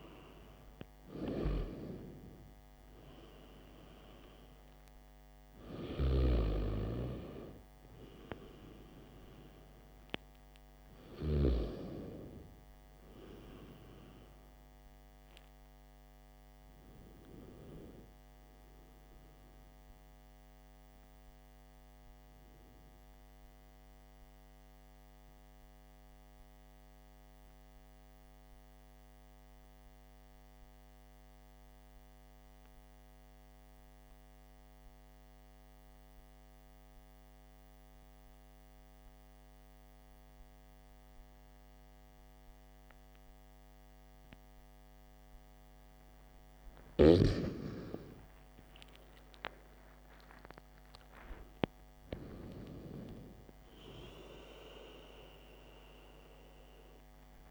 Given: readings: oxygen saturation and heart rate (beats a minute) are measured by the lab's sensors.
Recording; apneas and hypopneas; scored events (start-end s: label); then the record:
breathing in sleep by a microphone on the trachea; 1
25.00-46.50 s: mixed apnea (oxygen 94% before, 93% lowest, heart rate 56 before, 54 extreme, up 8 after)
49.00-54.00 s: arousal
From the record:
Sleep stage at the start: N2 (light sleep); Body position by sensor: on the back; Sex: male